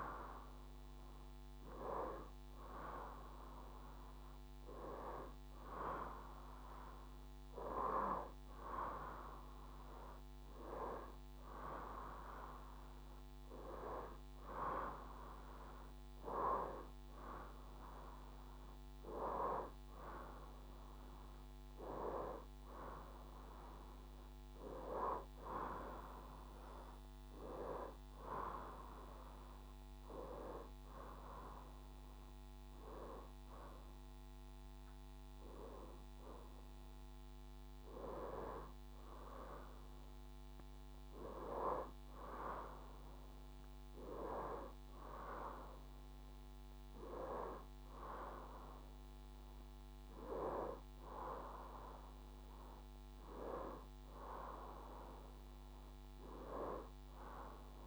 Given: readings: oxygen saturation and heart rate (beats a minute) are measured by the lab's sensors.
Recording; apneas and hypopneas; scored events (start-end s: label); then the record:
breathing in sleep by a microphone on the trachea; none
none scored
From the record:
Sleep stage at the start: N1 (lightest sleep); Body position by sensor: on the right side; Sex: female